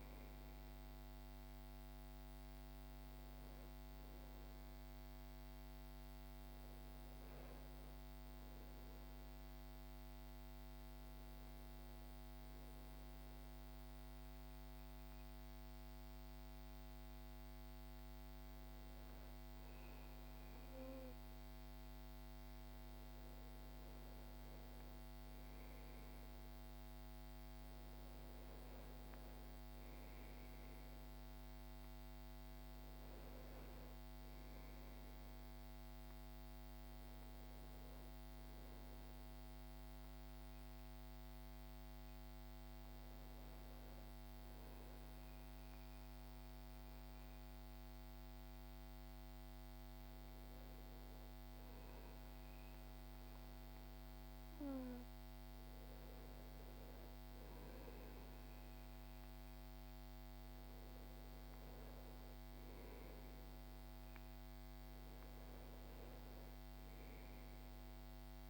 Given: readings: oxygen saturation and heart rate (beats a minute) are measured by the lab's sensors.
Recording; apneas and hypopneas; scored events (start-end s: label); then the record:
breathing in sleep, hard to hear, by a microphone on the trachea; 2
12.50-22.50 s: hypopnea (oxygen 95% before, 92% lowest, heart rate 70 before, 63 extreme, up 3 after)
25.00-29.50 s: arousal
31.00-48.00 s: oxygen desaturation (device-marked, oxygen 95% before, 92% lowest, heart rate 65 before, 63 extreme)
38.50-50.00 s: hypopnea (oxygen 95% before, 92% lowest, heart rate 65 before, 63 extreme, up 0 after)
63.00-68.50 s: oxygen desaturation (device-marked, oxygen 96% before, 92% lowest, heart rate 64 before, 64 extreme)
68.00-68.50 s: new sleep stage, awake
From the record:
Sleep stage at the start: N1 (lightest sleep); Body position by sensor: on the back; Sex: male